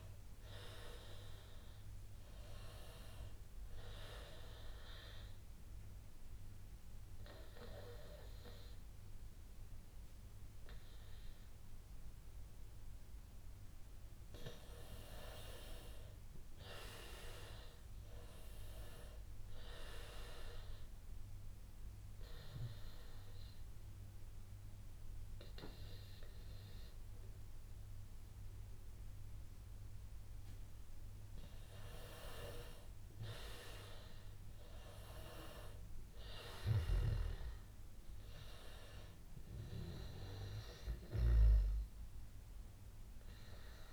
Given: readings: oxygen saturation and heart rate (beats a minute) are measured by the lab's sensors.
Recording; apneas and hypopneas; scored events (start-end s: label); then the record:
breathing in sleep by a room microphone; 2
5.00-16.00 s: obstructive apnea (oxygen 96% before, 92% lowest, heart rate 91 before, 83 extreme, up 4 after)
18.00-20.50 s: arousal
22.00-32.50 s: obstructive apnea (oxygen 96% before, 92% lowest, heart rate 91 before, 83 extreme, up 9 after)
34.50-38.50 s: arousal
From the record:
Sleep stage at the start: N2 (light sleep); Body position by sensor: on the back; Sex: male